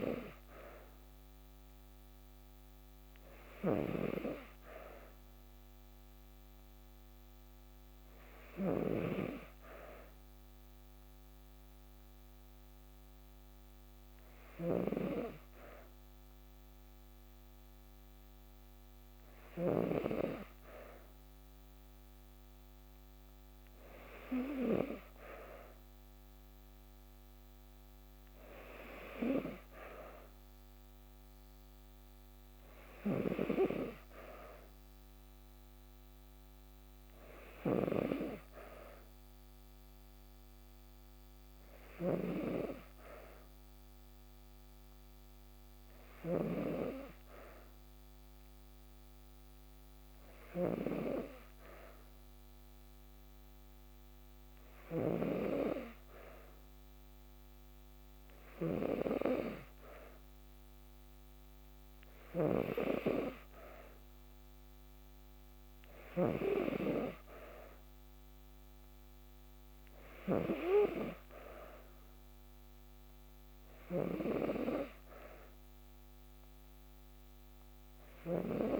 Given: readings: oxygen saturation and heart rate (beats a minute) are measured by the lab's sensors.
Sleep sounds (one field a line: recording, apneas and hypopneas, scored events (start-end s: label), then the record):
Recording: breathing in sleep by a microphone on the trachea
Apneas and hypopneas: none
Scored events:
0.00-19.50 s: snoring (device-marked)
From the record:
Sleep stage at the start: N2 (light sleep)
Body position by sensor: on the back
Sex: female